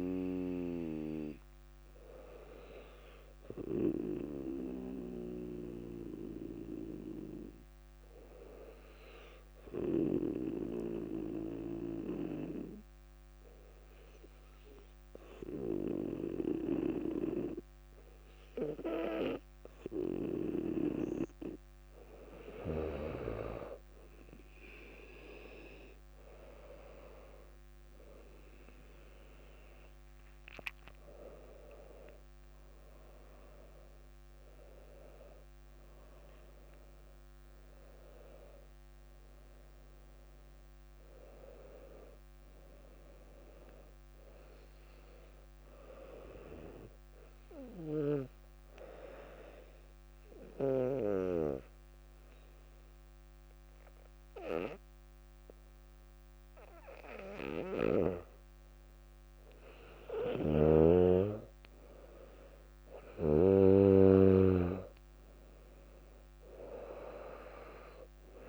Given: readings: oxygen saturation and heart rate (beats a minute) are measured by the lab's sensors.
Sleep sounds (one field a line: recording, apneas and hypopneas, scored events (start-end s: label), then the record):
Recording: breathing in sleep by a microphone on the trachea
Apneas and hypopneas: 2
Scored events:
3.00-20.50 s: obstructive apnea (oxygen 99% before, 95% lowest, heart rate 61 before, 59 extreme, up 4 after)
26.50-31.50 s: arousal
50.00-61.00 s: obstructive apnea (oxygen 99% before, 95% lowest, heart rate 63 before, 58 extreme, up 4 after)
60.50-64.50 s: snoring (device-marked)
65.00-68.49 s: arousal
65.00-68.49 s: oxygen desaturation (device-marked, oxygen 99% before, 95% lowest, heart rate 59 before, 58 extreme)
From the record:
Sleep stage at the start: N2 (light sleep)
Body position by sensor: on the back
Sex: female